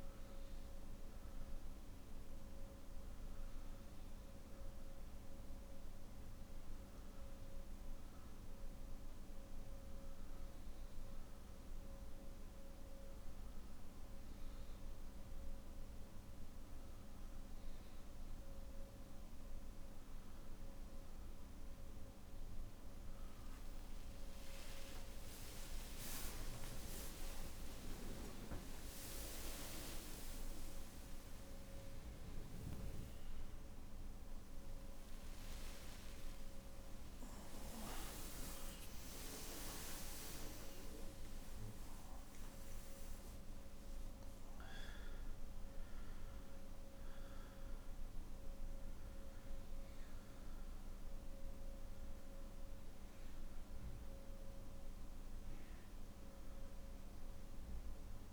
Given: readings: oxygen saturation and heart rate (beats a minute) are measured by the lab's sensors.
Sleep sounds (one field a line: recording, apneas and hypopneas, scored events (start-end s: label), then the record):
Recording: breathing in sleep by a room microphone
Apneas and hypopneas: none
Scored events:
27.00-29.00 s: long interval between heartbeats (device-marked, heart rate 61 before, 93 extreme)
29.00-31.00 s: long interval between heartbeats (device-marked, heart rate 64 before, 106 extreme)
31.00-33.00 s: long interval between heartbeats (device-marked, heart rate 69 before, 126 extreme)
35.00-37.00 s: long interval between heartbeats (device-marked, heart rate 80 before, 108 extreme)
From the record:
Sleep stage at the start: N2 (light sleep)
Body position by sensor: on the back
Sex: male